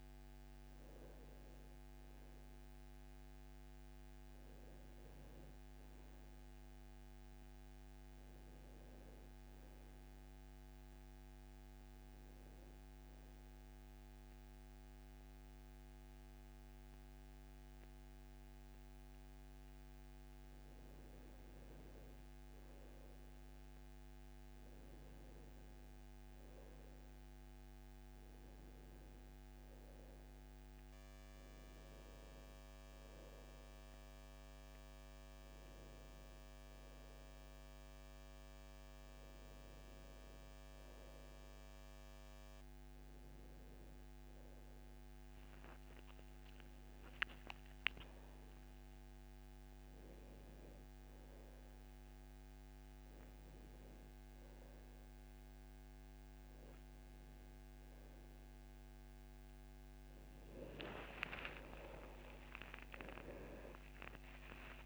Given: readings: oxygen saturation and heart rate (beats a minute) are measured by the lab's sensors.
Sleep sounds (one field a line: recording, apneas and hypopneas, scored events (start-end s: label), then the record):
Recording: a person partly awake in a sleep study, by a microphone on the trachea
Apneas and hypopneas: none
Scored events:
26.50-38.50 s: oxygen desaturation (device-marked, oxygen 97% before, 94% lowest, heart rate 69 before, 71 extreme)
48.50-64.86 s: new sleep stage, awake
From the record:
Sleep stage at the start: N1 (lightest sleep)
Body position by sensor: on the back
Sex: male